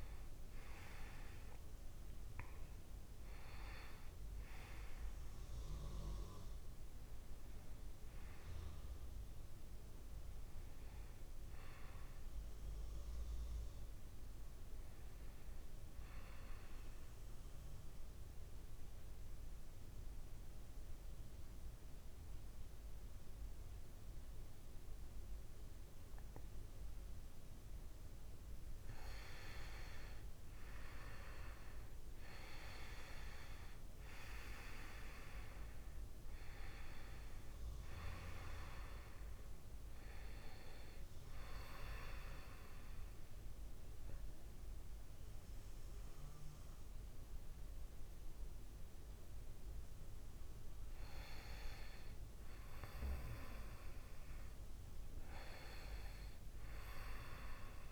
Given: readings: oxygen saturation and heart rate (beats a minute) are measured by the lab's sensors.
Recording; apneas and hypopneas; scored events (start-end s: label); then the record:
breathing in sleep by a room microphone; 2
10.50-14.50 s: arousal
17.00-28.00 s: obstructive apnea (oxygen 97% before, 92% lowest, heart rate 61 before, 58 extreme, up 4 after)
30.00-33.50 s: arousal
32.50-48.50 s: oxygen desaturation (device-marked, oxygen 97% before, 92% lowest, heart rate 59 before, 60 extreme)
41.00-51.50 s: obstructive apnea (oxygen 97% before, 92% lowest, heart rate 60 before, 60 extreme, up 3 after)
55.00-57.91 s: arousal
From the record:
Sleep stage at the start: N2 (light sleep); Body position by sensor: on the back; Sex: male